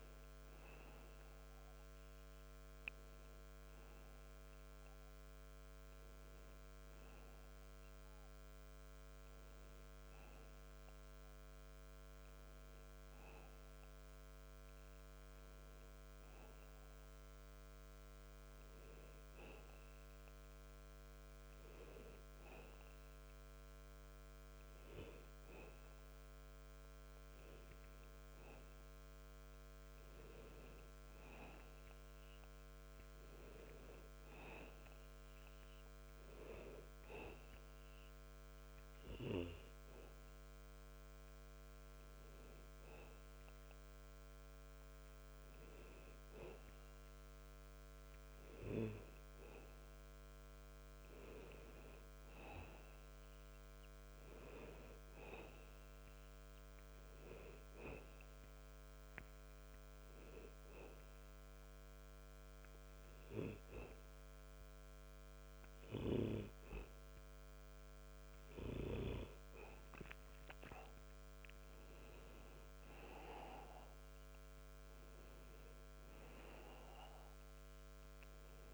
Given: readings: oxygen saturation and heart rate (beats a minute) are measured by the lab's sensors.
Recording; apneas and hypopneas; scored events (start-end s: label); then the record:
breathing in sleep by a microphone on the trachea; 2
16.50-29.00 s: hypopnea (oxygen 97% before, 92% lowest, heart rate 79 before, 64 extreme, up 21 after)
30.50-51.50 s: oxygen desaturation (device-marked, oxygen 96% before, 92% lowest, heart rate 75 before, 82 extreme)
31.50-35.00 s: arousal
60.00-70.00 s: obstructive apnea (oxygen 96% before, 92% lowest, heart rate 90 before, 82 extreme, up 6 after)
72.00-76.00 s: arousal
From the record:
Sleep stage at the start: N2 (light sleep); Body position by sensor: on the back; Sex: male